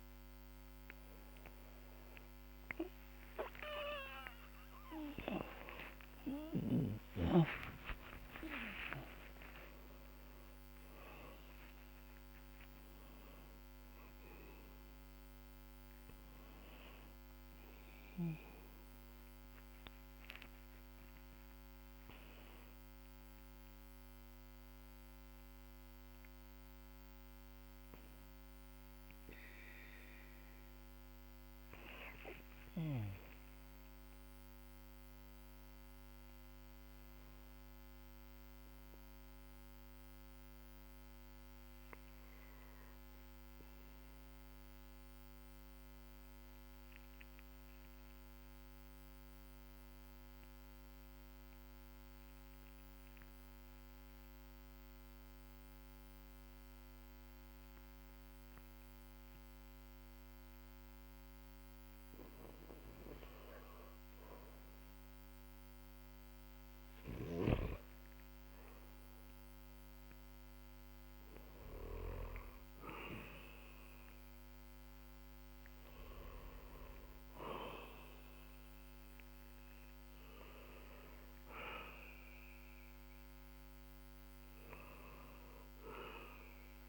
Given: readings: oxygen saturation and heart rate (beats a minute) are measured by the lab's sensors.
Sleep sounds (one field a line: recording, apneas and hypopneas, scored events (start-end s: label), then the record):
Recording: a person partly awake in a sleep study, by a microphone on the trachea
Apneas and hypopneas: 1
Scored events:
0.00-13.00 s: oxygen desaturation (device-marked, oxygen 93% lowest, heart rate 43 extreme)
21.00-51.00 s: new sleep stage, N1 (lightest sleep)
24.00-37.00 s: oxygen desaturation (device-marked, oxygen 95% before, 91% lowest, heart rate 75 before, 43 extreme)
45.00-63.00 s: obstructive apnea (oxygen 99% before, 92% lowest, heart rate 50 before, 45 extreme, up 7 after)
51.00-86.89 s: new sleep stage, N2 (light sleep)
63.00-86.89 s: oxygen desaturation (device-marked, oxygen 98% before, 92% lowest, heart rate 50 before, 40 extreme)
From the record:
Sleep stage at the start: awake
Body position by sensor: on the back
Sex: male